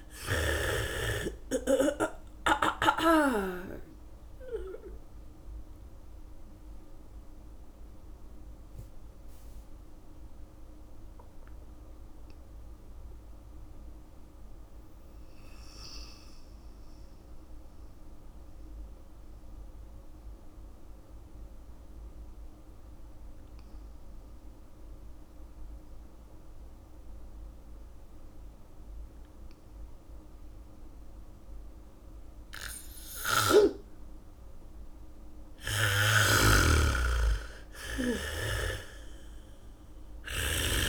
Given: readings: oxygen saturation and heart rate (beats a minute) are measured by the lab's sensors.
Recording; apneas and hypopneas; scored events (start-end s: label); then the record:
breathing in sleep by a room microphone; 1
0.00-1.00 s: snoring (device-marked)
0.00-3.00 s: arousal
0.00-5.00 s: bradycardia (device-marked, heart rate 28 extreme)
0.00-27.00 s: oxygen desaturation (device-marked, oxygen 78% lowest, heart rate 28 extreme)
7.00-32.50 s: obstructive apnea (oxygen 98% before, 78% lowest, heart rate 46 before, 35 extreme)
31.00-40.89 s: bradycardia (device-marked, heart rate 64 before, 35 extreme)
34.50-37.50 s: arousal
36.50-40.89 s: snoring (device-marked)
39.00-40.89 s: oxygen desaturation (device-marked, oxygen 98% before, 83% lowest, heart rate 68 before, 29 extreme)
From the record:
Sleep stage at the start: N2 (light sleep); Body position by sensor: on the back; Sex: female